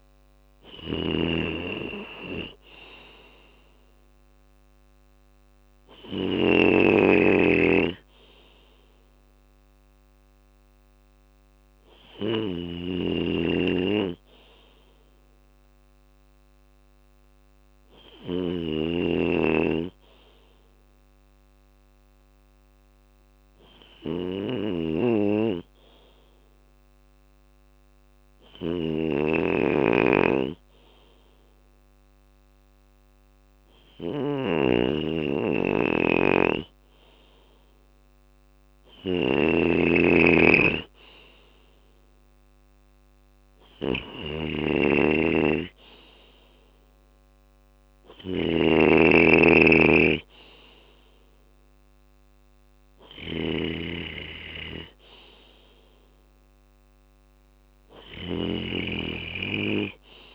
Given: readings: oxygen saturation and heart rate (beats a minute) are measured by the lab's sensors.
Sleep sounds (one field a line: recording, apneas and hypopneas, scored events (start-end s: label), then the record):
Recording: breathing in sleep by a microphone on the trachea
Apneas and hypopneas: 1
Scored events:
0.00-5.50 s: snoring (device-marked)
0.00-6.50 s: drop in pulse transit time (device-marked, heart rate 63 extreme)
11.50-57.50 s: snoring (device-marked)
17.50-37.50 s: obstructive apnea (oxygen 95% before, 93% lowest, heart rate 64 before, 62 extreme, up 5 after)
39.50-43.00 s: arousal
From the record:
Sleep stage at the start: N2 (light sleep)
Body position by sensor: on the left side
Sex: male